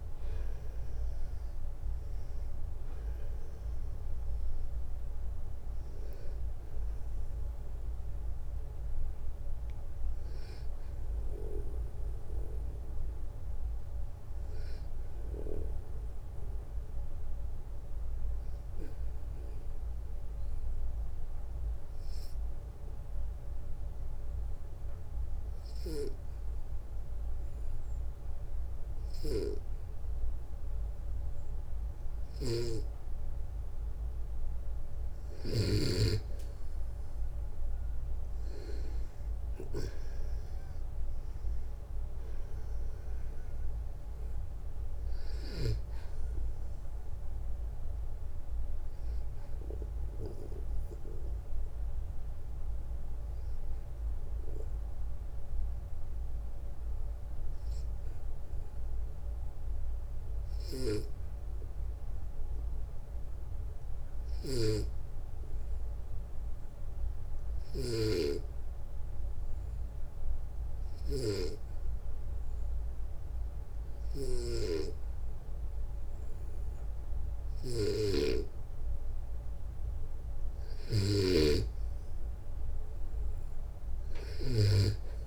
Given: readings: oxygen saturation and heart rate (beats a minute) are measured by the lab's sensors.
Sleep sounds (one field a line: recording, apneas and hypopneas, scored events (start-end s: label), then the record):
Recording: breathing in sleep by a room microphone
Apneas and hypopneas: 2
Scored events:
12.50-26.50 s: oxygen desaturation (device-marked, oxygen 94% before, 89% lowest, heart rate 66 before, 59 extreme)
16.00-33.50 s: obstructive apnea (oxygen 94% before, 89% lowest, heart rate 66 before, 59 extreme, up 5 after)
31.50-35.00 s: snoring (device-marked)
37.50-41.50 s: arousal
51.00-78.50 s: obstructive apnea (oxygen 98% before, 92% lowest, heart rate 63 before, 58 extreme, up 2 after)
63.50-67.50 s: snoring (device-marked)
73.50-84.00 s: snoring (device-marked)
From the record:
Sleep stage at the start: N2 (light sleep)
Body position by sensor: on the back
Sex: male